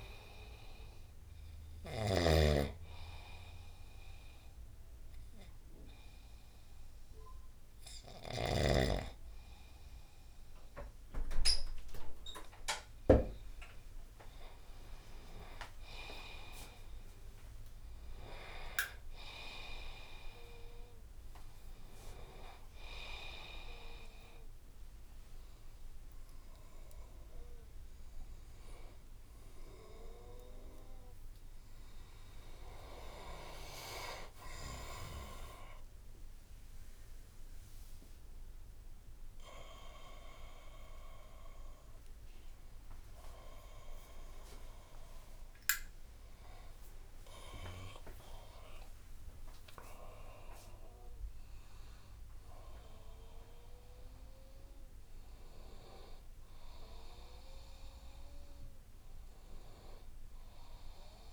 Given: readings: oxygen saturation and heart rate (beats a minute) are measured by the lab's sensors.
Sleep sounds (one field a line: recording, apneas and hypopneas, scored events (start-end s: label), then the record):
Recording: a person awake in a sleep study, by a room microphone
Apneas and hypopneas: none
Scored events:
0.00-2.00 s: snoring (device-marked)
18.00-61.33 s: new sleep stage, awake
From the record:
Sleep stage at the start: N2 (light sleep)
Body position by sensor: on the right side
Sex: male